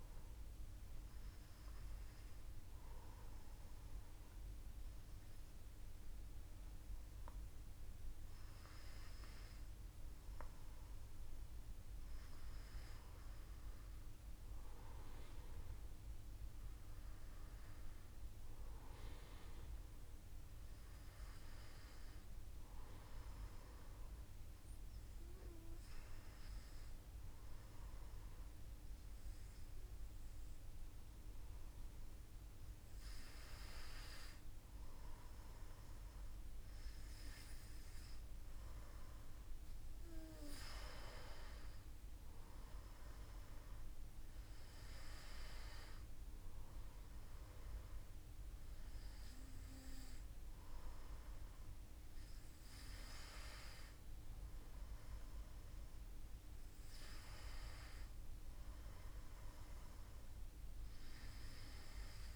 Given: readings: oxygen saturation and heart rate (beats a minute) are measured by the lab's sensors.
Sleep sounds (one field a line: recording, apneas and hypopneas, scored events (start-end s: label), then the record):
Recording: breathing in sleep by a room microphone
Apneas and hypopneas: 2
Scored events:
1.00-11.50 s: obstructive apnea (oxygen 97% before, 93% lowest, heart rate 57 before, 54 extreme, up 0 after)
13.50-16.50 s: arousal
18.00-35.00 s: oxygen desaturation (device-marked, oxygen 96% before, 93% lowest, heart rate 56 before, 54 extreme)
24.50-36.50 s: hypopnea (oxygen 97% before, 93% lowest, heart rate 55 before, 54 extreme, up 2 after)
39.00-42.50 s: arousal
From the record:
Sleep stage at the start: N2 (light sleep)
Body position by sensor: on the back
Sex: male